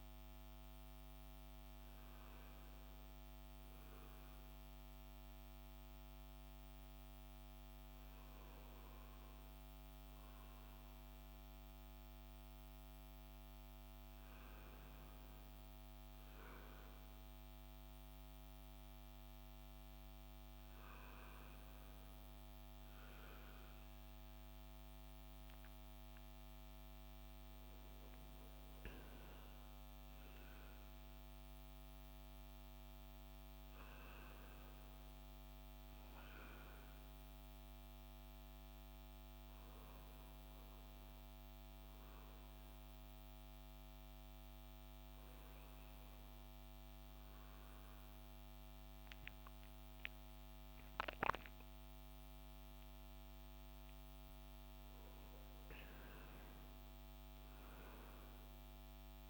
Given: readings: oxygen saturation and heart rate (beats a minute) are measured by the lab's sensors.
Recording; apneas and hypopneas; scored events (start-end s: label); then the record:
a person awake in a sleep study, hard to hear, by a microphone on the trachea; none
none scored
From the record:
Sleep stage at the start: awake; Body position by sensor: on the left side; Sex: male